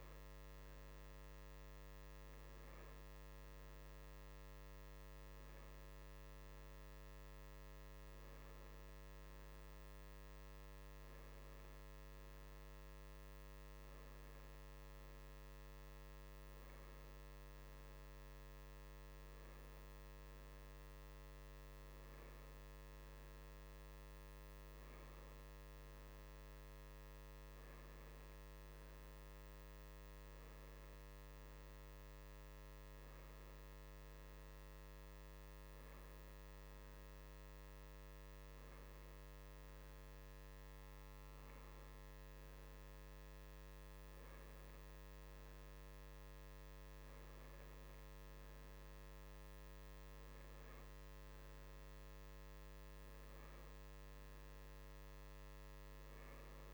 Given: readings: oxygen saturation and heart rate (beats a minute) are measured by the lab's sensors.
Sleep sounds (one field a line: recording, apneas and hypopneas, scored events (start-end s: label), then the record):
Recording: breathing in sleep, hard to hear, by a microphone on the trachea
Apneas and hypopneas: none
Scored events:
none scored
From the record:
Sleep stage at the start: N2 (light sleep)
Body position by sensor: on the right side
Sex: male